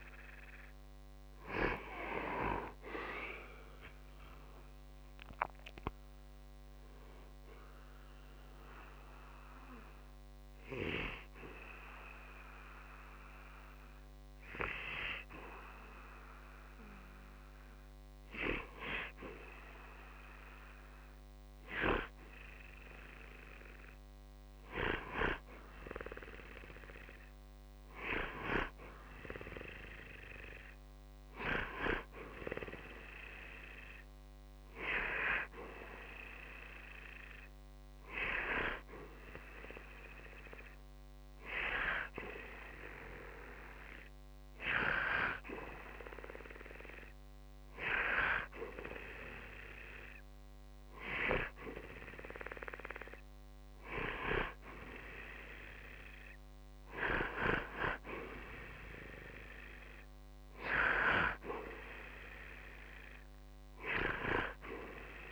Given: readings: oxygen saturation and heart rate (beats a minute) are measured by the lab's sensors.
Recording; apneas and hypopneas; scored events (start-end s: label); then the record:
breathing in sleep by a microphone on the trachea; 2
0.00-1.50 s: arousal
9.00-21.50 s: hypopnea (oxygen 93% before, 90% lowest, heart rate 73 before, 60 extreme, up 0 after)
25.00-29.50 s: arousal
37.00-47.50 s: hypopnea (oxygen 96% before, 90% lowest, heart rate 60 before, 60 extreme, up 0 after)
50.50-54.50 s: arousal
56.00-65.32 s: oxygen desaturation (device-marked, oxygen 93% before, 90% lowest, heart rate 60 before, 54 extreme)
From the record:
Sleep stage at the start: N2 (light sleep); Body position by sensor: on the back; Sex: male